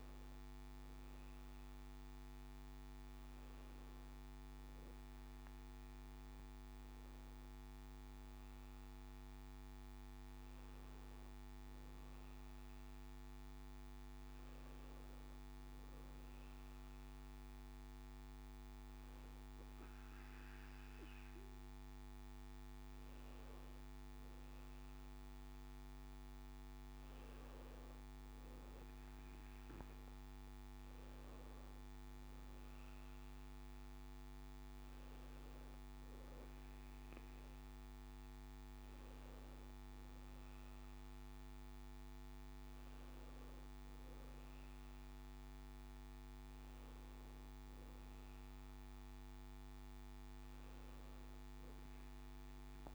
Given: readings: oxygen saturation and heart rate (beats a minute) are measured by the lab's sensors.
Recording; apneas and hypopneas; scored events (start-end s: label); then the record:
breathing in sleep, hard to hear, by a microphone on the trachea; none
none scored
From the record:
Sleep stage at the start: N1 (lightest sleep); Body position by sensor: on the back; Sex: male